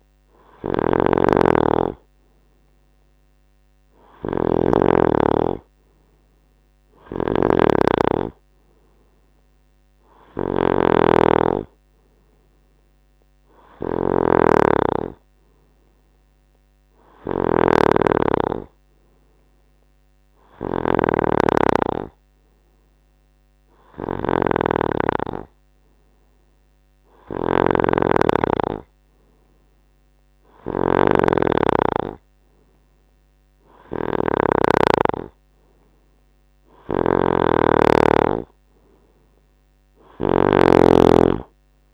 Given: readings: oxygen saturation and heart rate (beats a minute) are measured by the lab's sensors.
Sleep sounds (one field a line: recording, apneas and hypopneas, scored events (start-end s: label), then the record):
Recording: breathing in sleep by a microphone on the trachea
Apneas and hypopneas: none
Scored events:
0.00-41.94 s: snoring (device-marked)
From the record:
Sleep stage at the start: N2 (light sleep)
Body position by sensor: on the right side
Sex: male